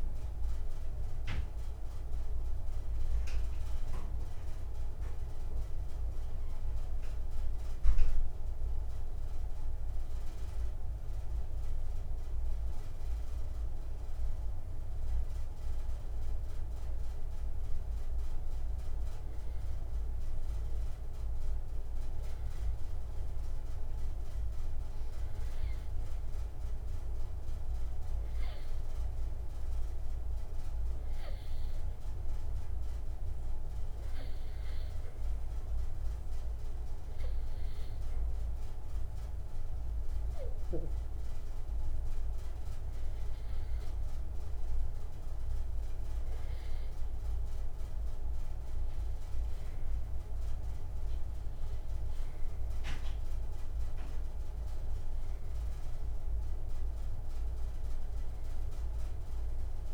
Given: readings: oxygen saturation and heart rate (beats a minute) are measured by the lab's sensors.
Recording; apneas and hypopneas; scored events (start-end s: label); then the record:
breathing in sleep, hard to hear, by a room microphone; 1
34.50-46.00 s: hypopnea (oxygen 95% before, 91% lowest, heart rate 66 before, 60 extreme, up 3 after)
51.00-55.50 s: arousal
From the record:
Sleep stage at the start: N2 (light sleep); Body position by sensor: on the back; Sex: male